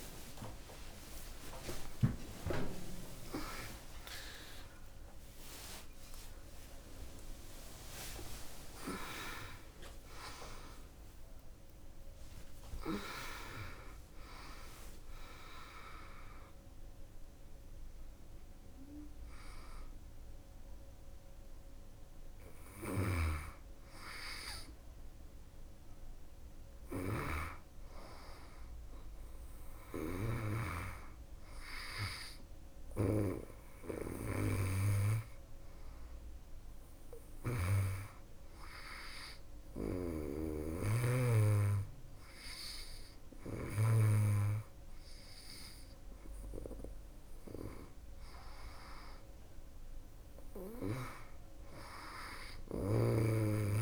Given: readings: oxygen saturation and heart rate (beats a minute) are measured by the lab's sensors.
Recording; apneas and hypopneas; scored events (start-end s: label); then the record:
breathing in sleep by a room microphone; none
0.00-4.50 s: arousal
22.00-43.50 s: snoring (device-marked)
From the record:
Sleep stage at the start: N2 (light sleep); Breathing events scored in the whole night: 163 in 5.4 hours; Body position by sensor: on the back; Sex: female